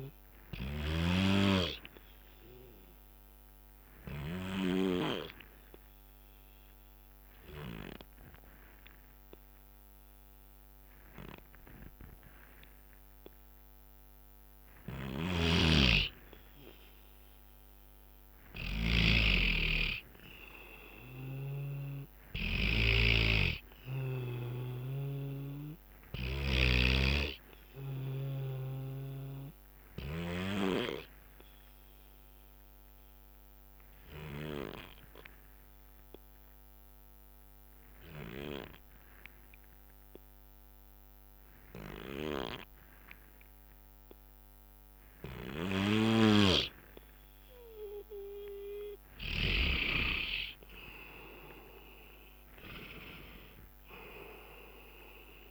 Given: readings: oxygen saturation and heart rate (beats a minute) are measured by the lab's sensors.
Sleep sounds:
breathing in sleep by a microphone on the trachea; 2
0.00-12.00 s: oxygen desaturation (device-marked, oxygen 91% lowest, heart rate 59 extreme)
3.50-17.00 s: obstructive apnea (oxygen 100% before, 89% lowest, heart rate 62 before, 59 extreme, up 4 after)
15.00-19.50 s: snoring (device-marked)
17.00-28.00 s: drop in pulse transit time (device-marked, heart rate 62 before, 62 extreme)
19.00-38.00 s: oxygen desaturation (device-marked, oxygen 96% before, 91% lowest, heart rate 62 before, 59 extreme)
19.50-23.00 s: arousal
30.50-48.50 s: obstructive apnea (oxygen 96% before, 89% lowest, heart rate 63 before, 56 extreme, up 10 after)
46.00-50.00 s: snoring (device-marked)
49.00-55.50 s: drop in pulse transit time (device-marked, heart rate 62 before, 63 extreme)
50.00-55.50 s: oxygen desaturation (device-marked, oxygen 97% before, 89% lowest, heart rate 62 before, 56 extreme)
51.00-54.00 s: arousal
From the record:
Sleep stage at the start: N2 (light sleep); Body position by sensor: on the back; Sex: male

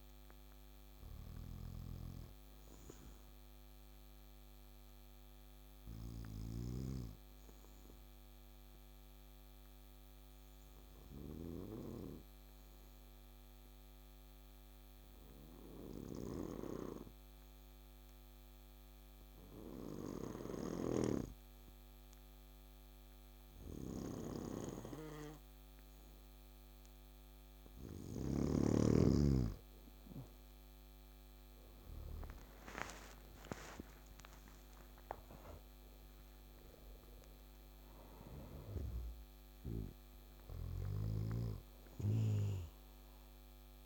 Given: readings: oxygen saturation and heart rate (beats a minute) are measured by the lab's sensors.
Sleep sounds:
breathing in sleep by a microphone on the trachea; 1
0.00-4.00 s: oxygen desaturation (device-marked, oxygen 91% lowest, heart rate 62 extreme)
4.50-28.00 s: obstructive apnea (oxygen 96% before, 93% lowest, heart rate 73 before, 62 extreme, up 12 after)
26.00-43.86 s: oxygen desaturation (device-marked, oxygen 99% before, 93% lowest, heart rate 63 before, 62 extreme)
30.00-35.50 s: arousal
From the record:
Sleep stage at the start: N2 (light sleep); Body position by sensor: on the back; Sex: male

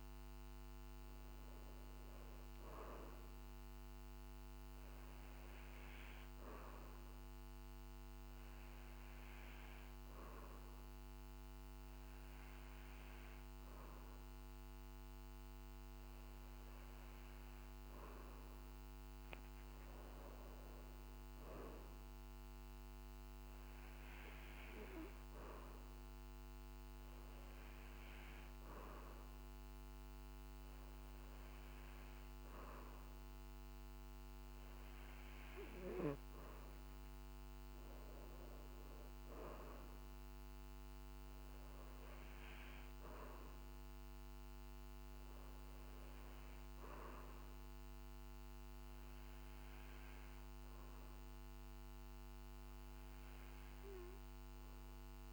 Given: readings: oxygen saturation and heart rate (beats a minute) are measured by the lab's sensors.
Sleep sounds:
breathing in sleep, hard to hear, by a microphone on the trachea; none
none scored
From the record:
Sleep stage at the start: N2 (light sleep); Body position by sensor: on the back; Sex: male

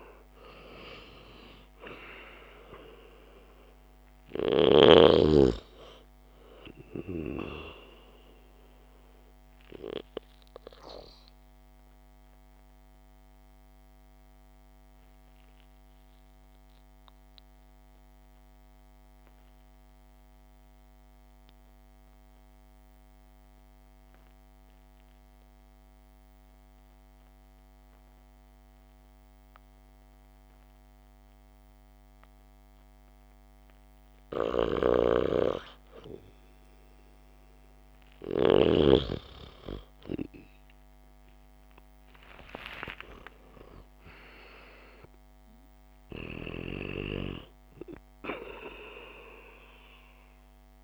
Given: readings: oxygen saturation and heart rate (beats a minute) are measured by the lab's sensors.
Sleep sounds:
breathing in sleep by a microphone on the trachea; 1
0.00-17.00 s: oxygen desaturation (device-marked, oxygen 94% lowest, heart rate 52 extreme)
11.00-34.00 s: obstructive apnea (oxygen 98% before, 92% lowest, heart rate 57 before, 52 extreme)
35.00-39.00 s: snoring (device-marked)
40.00-44.50 s: arousal
From the record:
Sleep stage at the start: REM sleep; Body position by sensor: on the back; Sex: male

